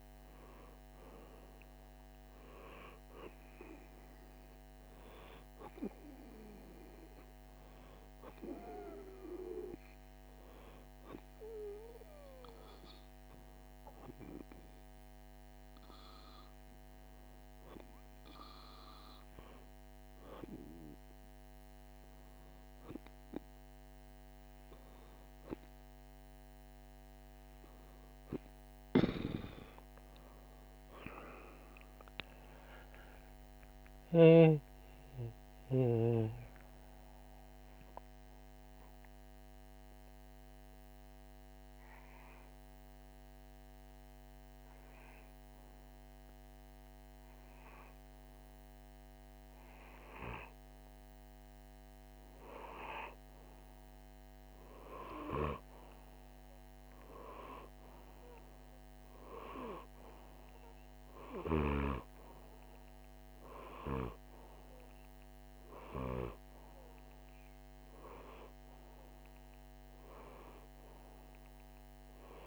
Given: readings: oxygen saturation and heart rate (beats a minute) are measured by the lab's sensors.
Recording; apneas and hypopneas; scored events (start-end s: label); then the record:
a person awake in a sleep study, by a microphone on the trachea; 1
38.50-51.00 s: hypopnea (oxygen 98% before, 96% lowest, heart rate 52 before, 49 extreme, up 1 after)
38.50-72.47 s: new sleep stage, N2 (light sleep)
53.00-56.50 s: arousal
From the record:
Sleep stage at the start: awake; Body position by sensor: on the right side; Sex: male